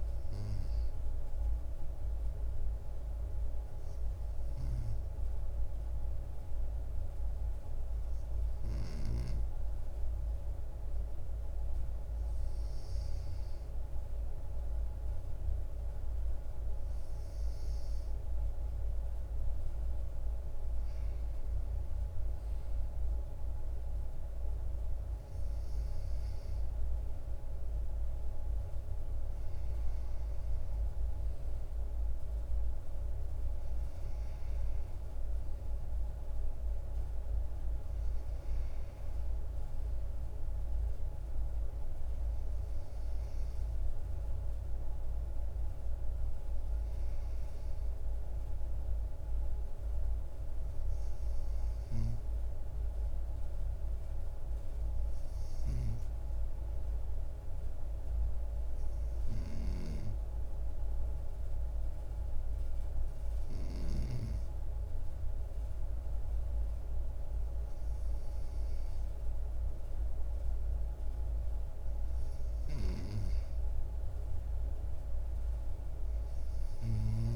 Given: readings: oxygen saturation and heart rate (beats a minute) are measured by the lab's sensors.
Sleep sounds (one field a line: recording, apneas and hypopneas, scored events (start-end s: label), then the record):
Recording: breathing in sleep, hard to hear, by a room microphone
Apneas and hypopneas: none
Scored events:
40.00-77.36 s: new sleep stage, N2 (light sleep)
From the record:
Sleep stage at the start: N1 (lightest sleep)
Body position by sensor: on the right side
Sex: male